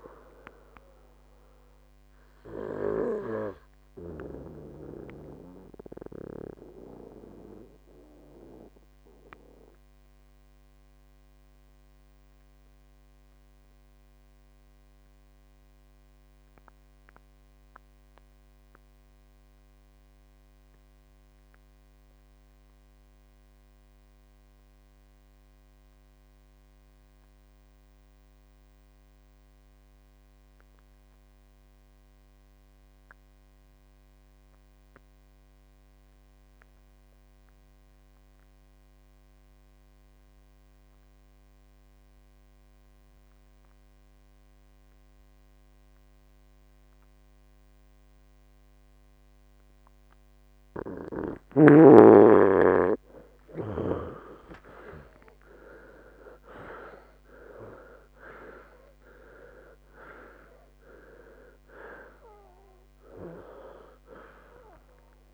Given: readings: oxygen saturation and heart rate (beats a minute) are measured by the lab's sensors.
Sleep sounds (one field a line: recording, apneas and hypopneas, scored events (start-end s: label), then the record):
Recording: breathing in sleep by a microphone on the trachea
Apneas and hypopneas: 1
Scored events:
0.00-17.50 s: oxygen desaturation (device-marked, oxygen 88% lowest, heart rate 57 extreme)
4.50-51.00 s: mixed apnea (oxygen 96% before, 82% lowest, heart rate 75 before, 57 extreme, up 22 after)
36.50-65.34 s: oxygen desaturation (device-marked, oxygen 98% before, 82% lowest, heart rate 63 before, 59 extreme)
53.50-57.50 s: arousal
From the record:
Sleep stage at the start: N2 (light sleep)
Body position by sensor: on the right side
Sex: male